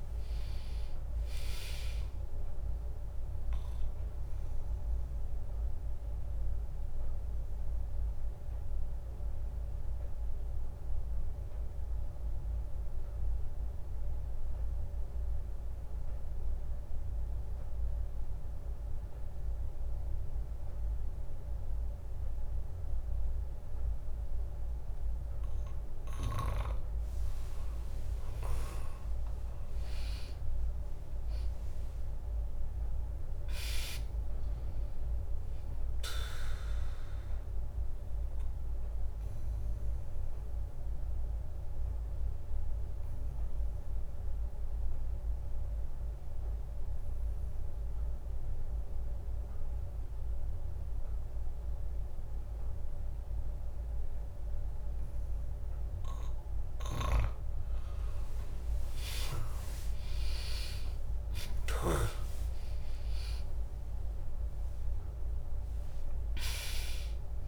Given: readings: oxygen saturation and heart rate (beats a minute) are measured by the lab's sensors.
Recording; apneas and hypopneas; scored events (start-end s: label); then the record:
breathing in sleep by a room microphone; 2
0.00-8.50 s: oxygen desaturation (device-marked, oxygen 95% lowest, heart rate 62 extreme)
0.00-9.50 s: drop in pulse transit time (device-marked, heart rate 63 extreme)
5.50-26.00 s: obstructive apnea (oxygen 100% before, 95% lowest, heart rate 66 before, 61 extreme, up 8 after)
28.00-30.50 s: arousal
29.50-40.50 s: drop in pulse transit time (device-marked, heart rate 64 before, 63 extreme)
38.00-57.50 s: obstructive apnea (oxygen 100% before, 95% lowest, heart rate 67 before, 62 extreme, up 5 after)
59.50-63.00 s: arousal
60.50-67.48 s: drop in pulse transit time (device-marked, heart rate 64 before, 63 extreme)
From the record:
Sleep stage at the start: N2 (light sleep); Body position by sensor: on the back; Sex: female